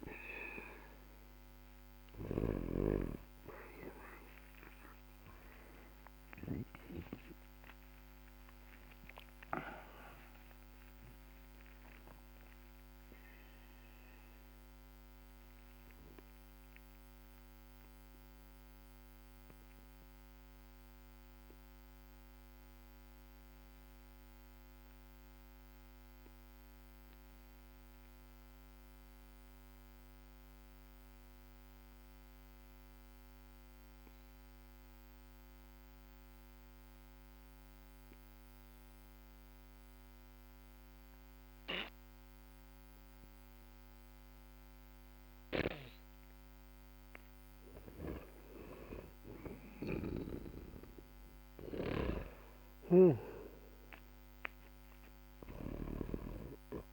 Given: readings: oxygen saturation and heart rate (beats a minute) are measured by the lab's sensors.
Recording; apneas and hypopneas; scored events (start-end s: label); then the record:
breathing in sleep by a microphone on the trachea; 1
0.00-2.50 s: snoring (device-marked)
0.00-33.00 s: oxygen desaturation (device-marked, oxygen 92% lowest, heart rate 44 extreme)
10.50-14.00 s: arousal
16.00-47.00 s: obstructive apnea (oxygen 98% before, 92% lowest, heart rate 63 before, 45 extreme, up 15 after)
49.00-53.50 s: arousal
49.50-53.00 s: snoring (device-marked)
55.00-56.93 s: snoring (device-marked)
From the record:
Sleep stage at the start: N2 (light sleep); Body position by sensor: on the back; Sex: male